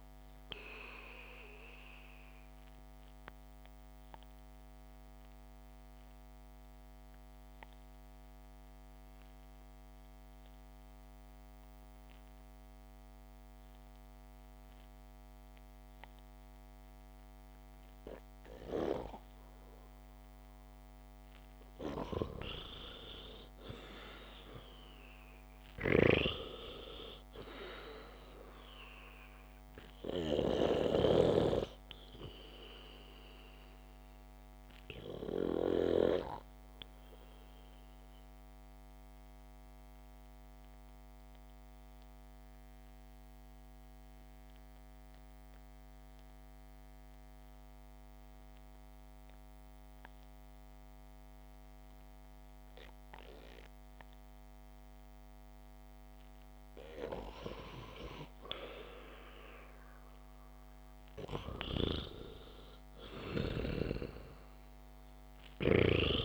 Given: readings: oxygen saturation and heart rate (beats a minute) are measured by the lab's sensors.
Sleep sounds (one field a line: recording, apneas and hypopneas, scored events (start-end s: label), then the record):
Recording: breathing in sleep by a microphone on the trachea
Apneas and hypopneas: 2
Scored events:
4.50-21.50 s: obstructive apnea (oxygen 97% before, 91% lowest, heart rate 65 before, 55 extreme)
16.00-32.00 s: oxygen desaturation (device-marked, oxygen 96% before, 91% lowest, heart rate 67 before, 55 extreme)
23.00-27.00 s: arousal
35.00-57.50 s: obstructive apnea (oxygen 96% before, 90% lowest, heart rate 62 before, 56 extreme)
60.50-65.00 s: arousal
From the record:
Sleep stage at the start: REM sleep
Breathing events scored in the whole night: 459 in 5.0 hours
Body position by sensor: on the back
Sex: male